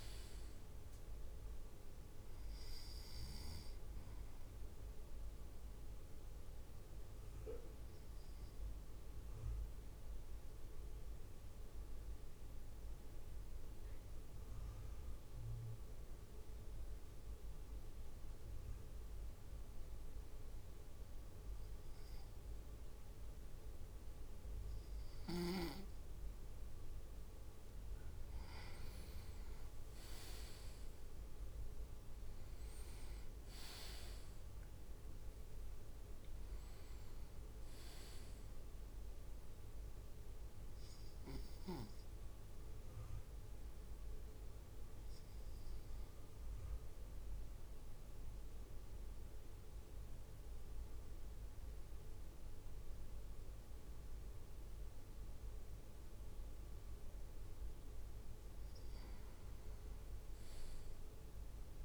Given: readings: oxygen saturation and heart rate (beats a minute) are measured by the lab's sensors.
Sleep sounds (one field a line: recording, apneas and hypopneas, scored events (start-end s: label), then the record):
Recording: breathing in sleep, hard to hear, by a room microphone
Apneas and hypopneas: 2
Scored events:
6.00-27.00 s: mixed apnea (oxygen 99% before, 97% lowest)
29.00-31.00 s: leg movement (device-marked)
29.50-32.50 s: arousal
32.00-33.00 s: leg movement (device-marked)
40.00-57.00 s: obstructive apnea (oxygen 99% before, 97% lowest)
59.50-61.00 s: leg movement (device-marked)
From the record:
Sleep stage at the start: N2 (light sleep)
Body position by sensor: on the right side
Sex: male